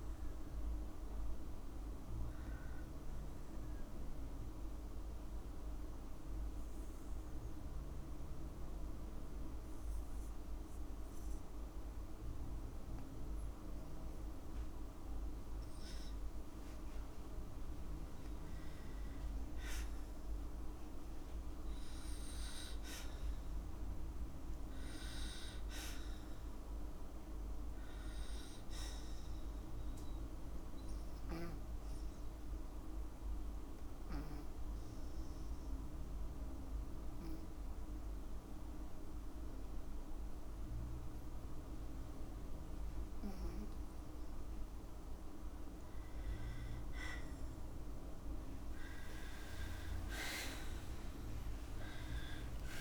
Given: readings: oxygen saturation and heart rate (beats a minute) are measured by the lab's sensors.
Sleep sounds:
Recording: breathing in sleep, hard to hear, by a room microphone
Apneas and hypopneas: 2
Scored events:
2.50-15.00 s: obstructive apnea (oxygen 97% before, 91% lowest, heart rate 60 before, 54 extreme, up 5 after)
10.50-23.50 s: oxygen desaturation (device-marked, oxygen 96% before, 91% lowest, heart rate 58 before, 55 extreme)
17.50-20.50 s: arousal
32.00-47.00 s: obstructive apnea (oxygen 97% before, 94% lowest, heart rate 57 before, 55 extreme, up 24 after)
46.50-52.81 s: oxygen desaturation (device-marked, oxygen 98% before, 94% lowest, heart rate 57 before, 55 extreme)
50.00-52.81 s: arousal
From the record:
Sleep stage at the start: N2 (light sleep)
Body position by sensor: on the right side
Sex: female

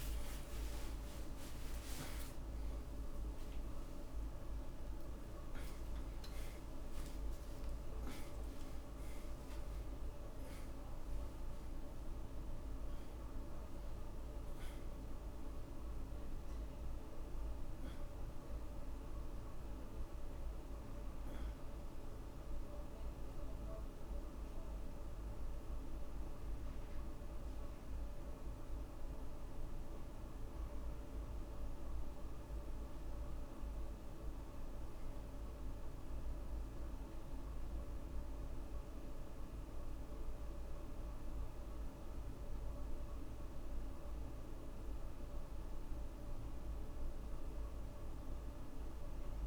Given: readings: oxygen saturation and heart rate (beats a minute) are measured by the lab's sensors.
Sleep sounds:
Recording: a person partly awake in a sleep study, hard to hear, by a room microphone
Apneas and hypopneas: none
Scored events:
15.00-45.00 s: new sleep stage, N1 (lightest sleep)
40.00-49.47 s: oxygen desaturation (device-marked, oxygen 95% before, 90% lowest)
45.00-49.47 s: new sleep stage, N2 (light sleep)
From the record:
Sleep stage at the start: awake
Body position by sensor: on the back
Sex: male

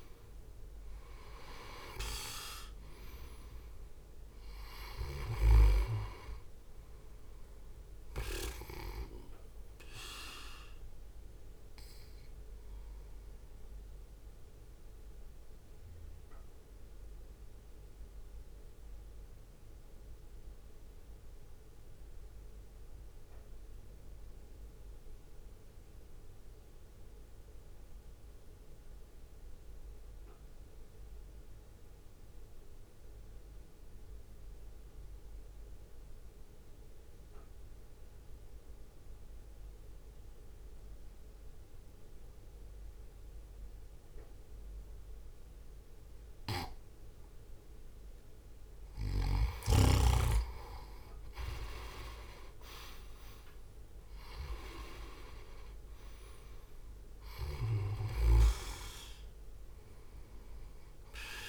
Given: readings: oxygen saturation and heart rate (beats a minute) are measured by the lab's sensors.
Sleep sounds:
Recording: breathing in sleep by a room microphone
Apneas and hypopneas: 1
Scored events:
0.00-14.50 s: drop in pulse transit time (device-marked, heart rate 54 extreme)
12.00-47.50 s: mixed apnea (oxygen 98% before, 87% lowest, heart rate 56 before, 52 extreme, up 8 after)
17.50-32.50 s: oxygen desaturation (device-marked, oxygen 93% before, 89% lowest, heart rate 56 before, 54 extreme)
45.50-52.50 s: oxygen desaturation (device-marked, oxygen 98% before, 93% lowest, heart rate 61 before, 54 extreme)
53.00-57.50 s: arousal
53.50-61.49 s: drop in pulse transit time (device-marked, heart rate 59 before, 54 extreme)
From the record:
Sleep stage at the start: N2 (light sleep)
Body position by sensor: on the right side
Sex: male

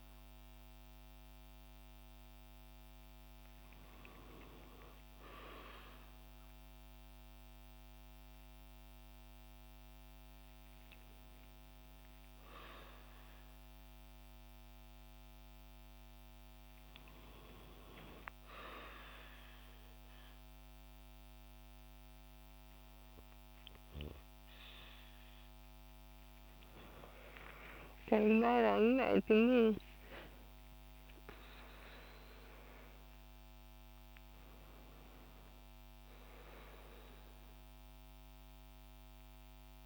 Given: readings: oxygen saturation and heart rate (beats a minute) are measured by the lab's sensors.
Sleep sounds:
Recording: a person awake in a sleep study, by a microphone on the trachea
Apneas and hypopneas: none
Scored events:
0.00-13.00 s: oxygen desaturation (device-marked, oxygen 84% lowest, heart rate 59 extreme)
From the record:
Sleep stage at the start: awake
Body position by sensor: on the back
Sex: female

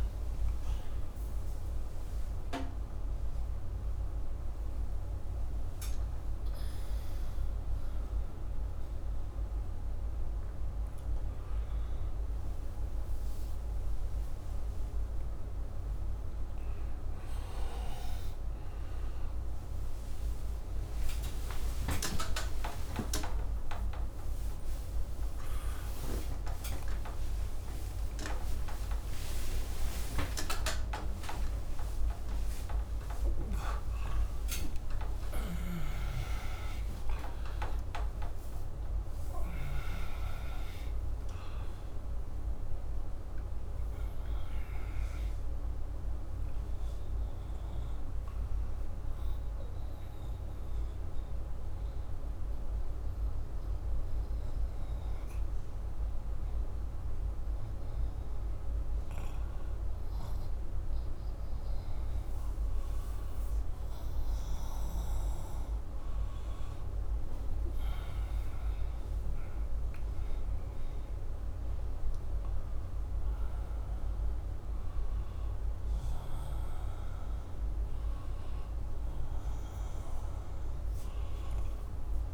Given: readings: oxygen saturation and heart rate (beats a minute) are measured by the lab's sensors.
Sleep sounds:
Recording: a person awake in a sleep study, by a room microphone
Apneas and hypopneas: none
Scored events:
none scored
From the record:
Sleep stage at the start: awake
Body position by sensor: upright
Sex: male

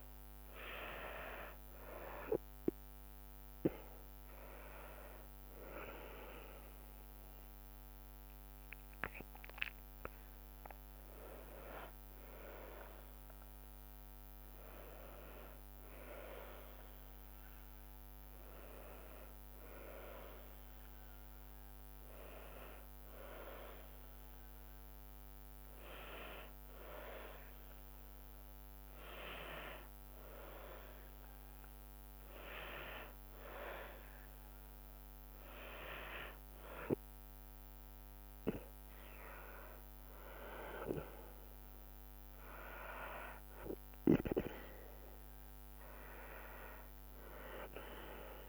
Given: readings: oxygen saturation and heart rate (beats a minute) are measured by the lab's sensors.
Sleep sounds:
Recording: breathing in sleep by a microphone on the trachea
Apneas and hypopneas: none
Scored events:
6.50-18.50 s: drop in pulse transit time (device-marked, heart rate 73 before, 74 extreme)
42.50-48.49 s: drop in pulse transit time (device-marked, heart rate 73 before, 72 extreme)
From the record:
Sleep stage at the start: N2 (light sleep)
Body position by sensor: on the back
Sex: female

